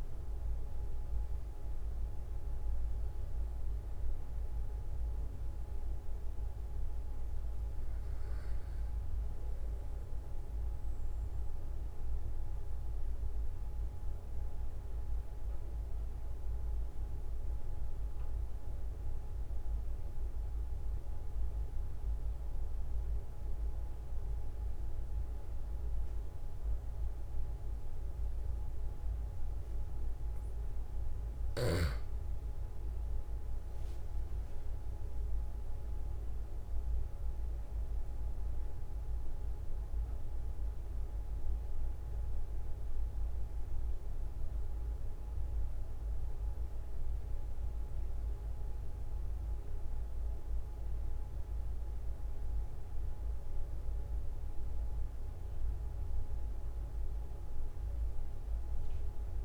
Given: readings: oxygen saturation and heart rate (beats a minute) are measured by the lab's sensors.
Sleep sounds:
breathing in sleep, hard to hear, by a room microphone; 1
11.50-30.00 s: obstructive apnea (oxygen 96% before, 93% lowest, heart rate 45 before, 44 extreme, up 4 after)
30.00-59.45 s: new sleep stage, REM sleep
31.50-36.50 s: arousal
From the record:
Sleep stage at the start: N2 (light sleep); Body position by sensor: on the back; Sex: male

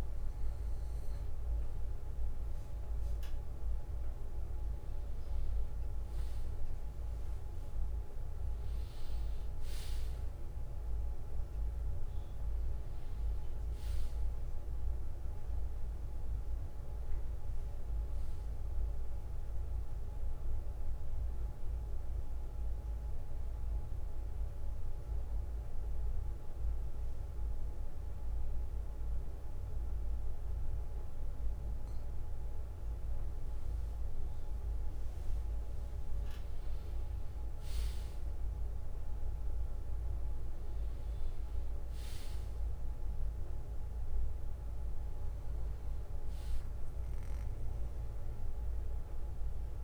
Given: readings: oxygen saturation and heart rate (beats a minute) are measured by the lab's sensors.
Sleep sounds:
breathing in sleep, hard to hear, by a room microphone; 1
2.00-49.84 s: new sleep stage, N2 (light sleep)
5.00-7.00 s: bradycardia (device-marked, heart rate 68 before, 61 extreme)
8.00-13.50 s: arousal
21.00-29.00 s: bradycardia (device-marked, heart rate 68 before, 58 extreme)
22.00-32.50 s: hypopnea (oxygen 96% before, 94% lowest, heart rate 62 before, 59 extreme, up 12 after)
36.50-41.00 s: arousal
From the record:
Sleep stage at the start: N1 (lightest sleep); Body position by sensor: on the back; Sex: male

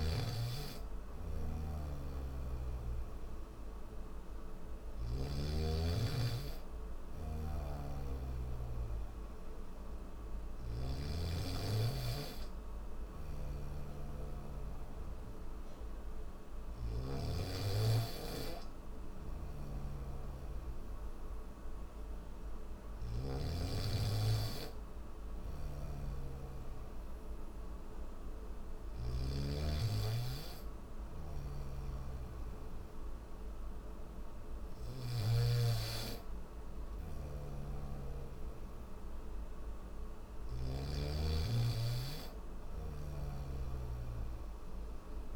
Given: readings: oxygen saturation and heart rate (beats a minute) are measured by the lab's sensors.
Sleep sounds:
breathing in sleep by a room microphone; none
1.00-5.00 s: snoring (device-marked)
7.00-10.50 s: snoring (device-marked)
12.50-23.00 s: snoring (device-marked)
25.00-28.50 s: snoring (device-marked)
30.50-34.50 s: snoring (device-marked)
36.50-40.50 s: snoring (device-marked)
42.50-45.36 s: snoring (device-marked)
From the record:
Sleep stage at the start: N3 (deep sleep); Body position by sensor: on the back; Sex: male

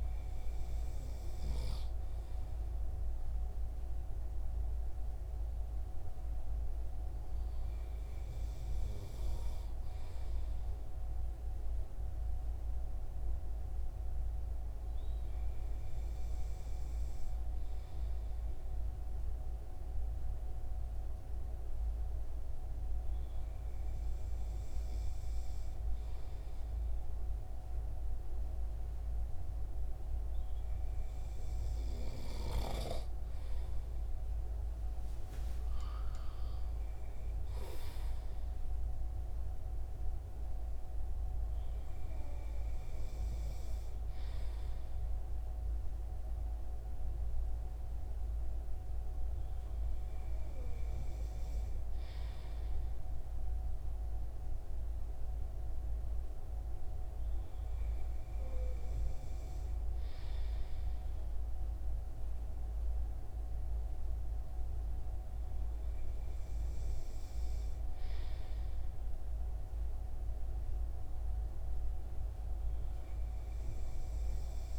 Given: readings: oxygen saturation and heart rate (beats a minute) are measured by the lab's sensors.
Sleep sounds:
breathing in sleep, hard to hear, by a room microphone; none
none scored
From the record:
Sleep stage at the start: N2 (light sleep); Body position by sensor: on the front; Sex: male

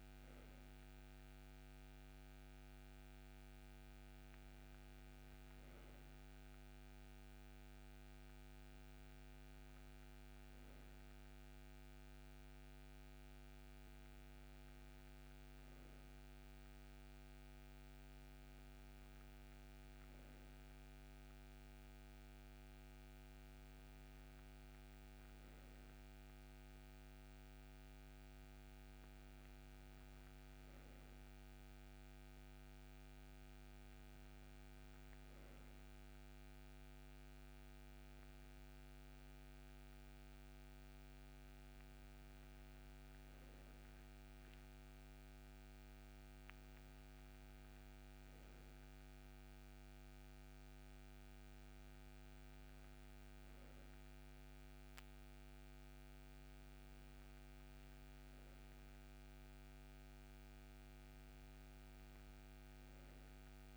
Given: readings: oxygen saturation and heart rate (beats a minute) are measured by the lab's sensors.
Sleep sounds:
breathing in sleep, hard to hear, by a microphone on the trachea; none
none scored
From the record:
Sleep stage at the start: N2 (light sleep); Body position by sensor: on the right side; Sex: male

